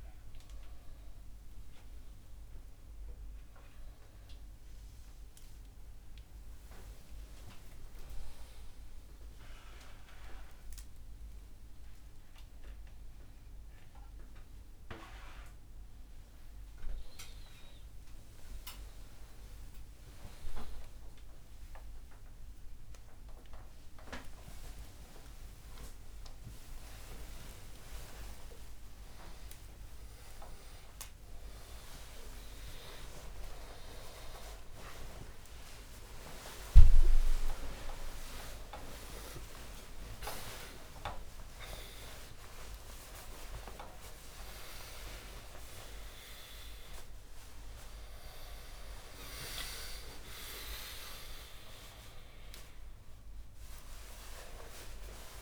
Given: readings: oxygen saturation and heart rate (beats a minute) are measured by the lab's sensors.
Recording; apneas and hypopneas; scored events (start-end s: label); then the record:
a person awake in a sleep study, by a room microphone; none
41.50-54.50 s: oxygen desaturation (device-marked, oxygen 97% before, 92% lowest, heart rate 137 before, 81 extreme)
From the record:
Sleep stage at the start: awake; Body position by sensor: on the back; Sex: male